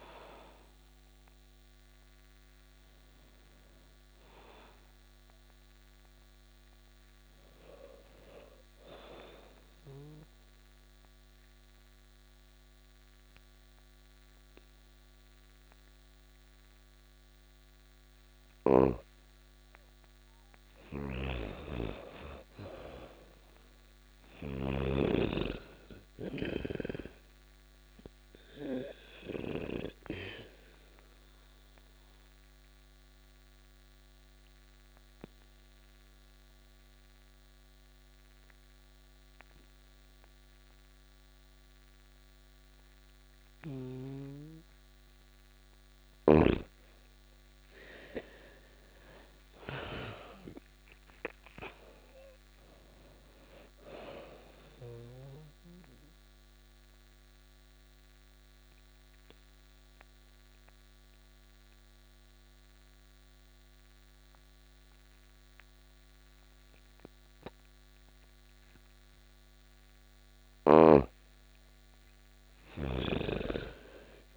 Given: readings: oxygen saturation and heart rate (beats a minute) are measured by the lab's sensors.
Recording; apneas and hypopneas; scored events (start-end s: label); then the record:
breathing in sleep by a microphone on the trachea; 3
0.00-15.50 s: oxygen desaturation (device-marked, oxygen 88% lowest)
7.50-18.50 s: obstructive apnea (oxygen 97% before, 87% lowest)
20.00-29.00 s: snoring (device-marked)
20.50-23.00 s: arousal
27.50-45.50 s: obstructive apnea (oxygen 97% before, 87% lowest)
29.50-42.50 s: oxygen desaturation (device-marked, oxygen 97% before, 89% lowest)
47.00-50.00 s: arousal
53.50-69.50 s: obstructive apnea (oxygen 97% before, 87% lowest)
54.50-67.50 s: oxygen desaturation (device-marked, oxygen 97% before, 87% lowest)
71.00-74.00 s: arousal
From the record:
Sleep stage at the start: N2 (light sleep); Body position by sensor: on the back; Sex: female